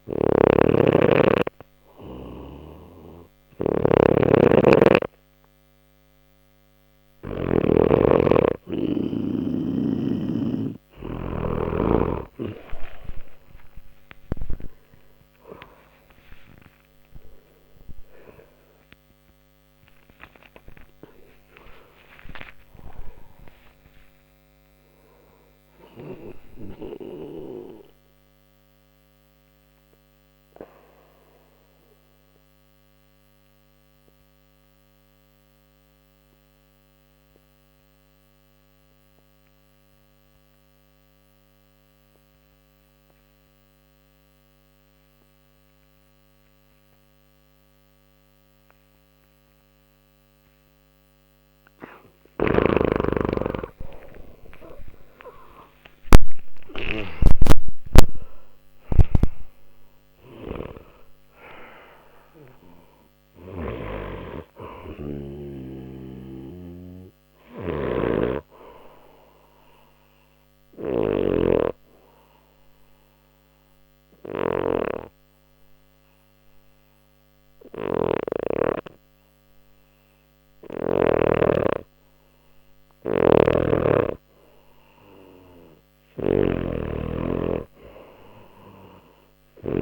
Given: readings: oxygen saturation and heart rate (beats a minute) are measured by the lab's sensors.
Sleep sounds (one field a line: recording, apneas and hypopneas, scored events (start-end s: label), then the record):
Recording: breathing in sleep by a microphone on the trachea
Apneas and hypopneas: 2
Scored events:
0.00-7.50 s: snoring (device-marked)
9.50-14.00 s: snoring (device-marked)
17.00-23.50 s: arousal
29.00-51.00 s: obstructive apnea (oxygen 94% before, 91% lowest, heart rate 78 before, 59 extreme, up 48 after)
53.00-57.00 s: arousal
63.00-81.00 s: snoring (device-marked)
72.50-82.50 s: obstructive apnea (oxygen 97% before, 91% lowest, heart rate 76 before, 59 extreme, up 4 after)
77.00-88.00 s: oxygen desaturation (device-marked, oxygen 94% before, 91% lowest, heart rate 70 before, 59 extreme)
83.00-89.82 s: snoring (device-marked)
84.00-87.50 s: arousal
From the record:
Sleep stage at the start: N2 (light sleep)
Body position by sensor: on the back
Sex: male